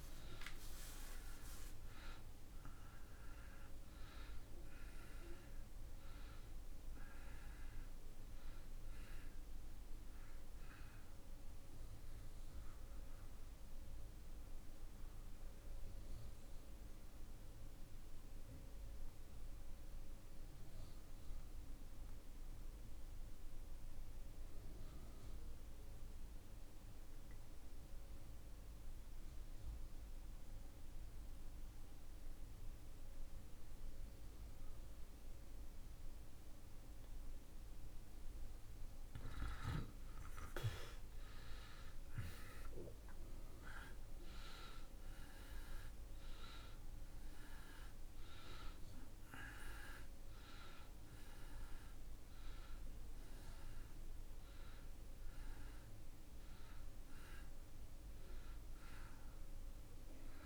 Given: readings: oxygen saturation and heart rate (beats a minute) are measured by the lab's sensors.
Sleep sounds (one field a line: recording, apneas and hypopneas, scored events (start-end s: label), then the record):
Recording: breathing in sleep by a room microphone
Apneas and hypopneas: 1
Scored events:
0.00-18.50 s: oxygen desaturation (device-marked, oxygen 84% lowest)
13.00-37.50 s: obstructive apnea (oxygen 97% before, 77% lowest)
21.50-60.46 s: new sleep stage, REM sleep
41.00-45.00 s: arousal
42.50-60.46 s: oxygen desaturation (device-marked, oxygen 96% before, 77% lowest)
From the record:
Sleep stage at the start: N2 (light sleep)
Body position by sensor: on the back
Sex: male